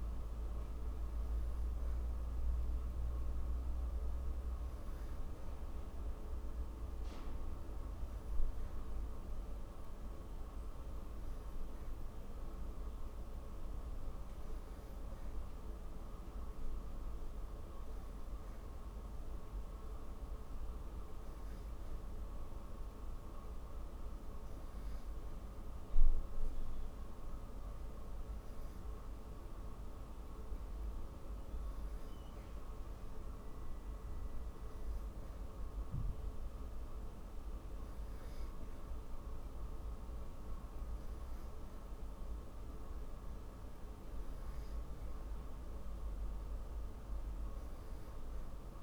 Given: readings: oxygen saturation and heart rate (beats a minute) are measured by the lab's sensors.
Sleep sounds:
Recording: breathing in sleep, hard to hear, by a room microphone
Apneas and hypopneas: none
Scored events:
none scored
From the record:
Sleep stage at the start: N3 (deep sleep)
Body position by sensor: on the back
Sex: female

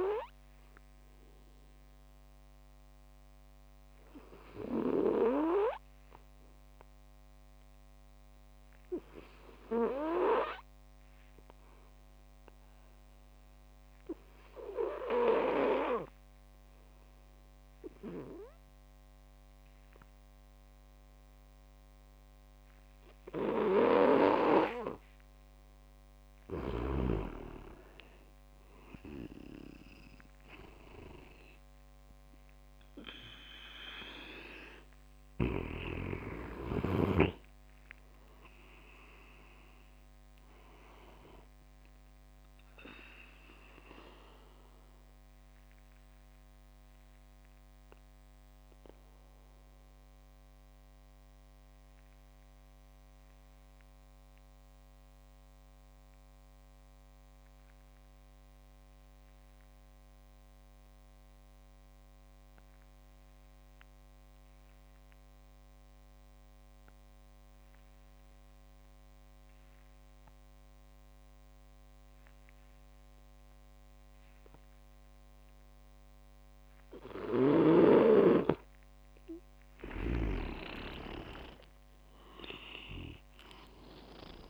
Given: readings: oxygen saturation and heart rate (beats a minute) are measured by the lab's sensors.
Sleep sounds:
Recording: breathing in sleep by a microphone on the trachea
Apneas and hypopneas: 2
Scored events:
15.00-27.50 s: obstructive apnea (oxygen 97% before, 92% lowest)
23.50-27.00 s: snoring (device-marked)
31.50-35.50 s: arousal
46.00-76.50 s: obstructive apnea (oxygen 96% before, 92% lowest)
76.50-84.50 s: tachycardia (device-marked)
79.50-84.00 s: arousal
81.00-84.50 s: leg movement (device-marked)
81.50-84.50 s: oxygen desaturation (device-marked, oxygen 97% before, 92% lowest)
From the record:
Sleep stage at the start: N2 (light sleep)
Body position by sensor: on the back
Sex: male

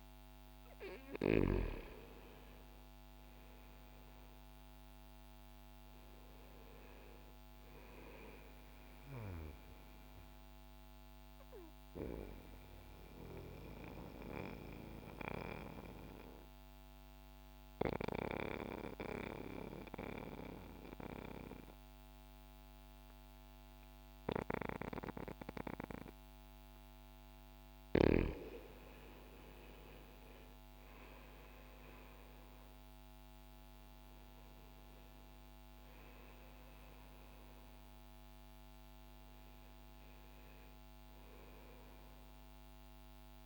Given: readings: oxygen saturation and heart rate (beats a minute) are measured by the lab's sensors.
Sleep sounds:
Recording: breathing in sleep by a microphone on the trachea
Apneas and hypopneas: 1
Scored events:
0.00-3.50 s: arousal
5.00-24.00 s: oxygen desaturation (device-marked, oxygen 93% before, 89% lowest, heart rate 62 before, 59 extreme)
11.50-27.50 s: mixed apnea (oxygen 94% before, 87% lowest, heart rate 62 before, 59 extreme, up 1 after)
29.00-33.00 s: arousal
36.00-43.46 s: oxygen desaturation (device-marked, oxygen 95% before, 87% lowest, heart rate 63 before, 59 extreme)
From the record:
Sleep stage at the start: N2 (light sleep)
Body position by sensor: on the back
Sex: male

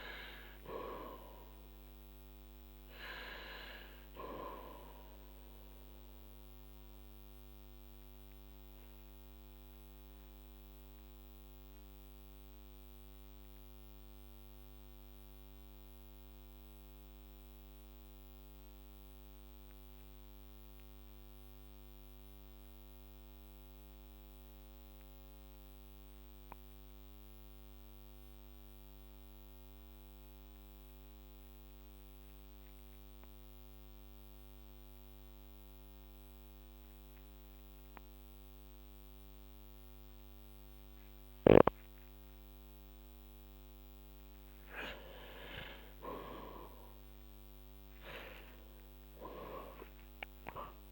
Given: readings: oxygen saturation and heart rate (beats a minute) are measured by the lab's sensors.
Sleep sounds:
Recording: breathing in sleep by a microphone on the trachea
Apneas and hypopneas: 1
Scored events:
0.00-1.50 s: arousal
6.50-41.50 s: mixed apnea (oxygen 98% before, 93% lowest, heart rate 53 before, 44 extreme, up 8 after)
29.50-43.50 s: oxygen desaturation (device-marked, oxygen 98% before, 93% lowest, heart rate 47 before, 45 extreme)
46.00-50.92 s: arousal
From the record:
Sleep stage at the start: N2 (light sleep)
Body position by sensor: on the back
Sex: male

